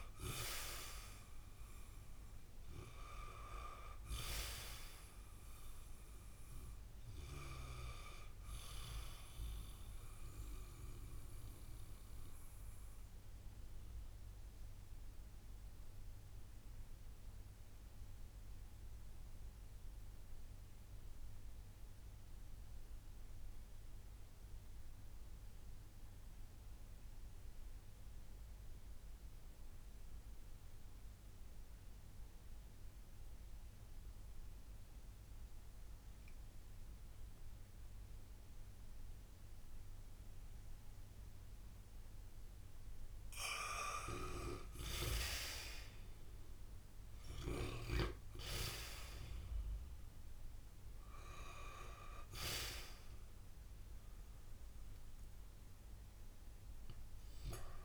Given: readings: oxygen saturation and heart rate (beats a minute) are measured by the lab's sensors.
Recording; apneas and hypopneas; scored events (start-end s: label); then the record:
breathing in sleep by a room microphone; 1
0.00-1.00 s: arousal
1.00-25.00 s: oxygen desaturation (device-marked, oxygen 98% before, 90% lowest, heart rate 62 before, 55 extreme)
11.00-43.50 s: mixed apnea (oxygen 98% before, 86% lowest, heart rate 62 before, 55 extreme, up 4 after)
41.00-57.85 s: oxygen desaturation (device-marked, oxygen 97% before, 86% lowest, heart rate 59 before, 55 extreme)
44.50-50.50 s: arousal
From the record:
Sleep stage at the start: N2 (light sleep); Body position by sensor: on the back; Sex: male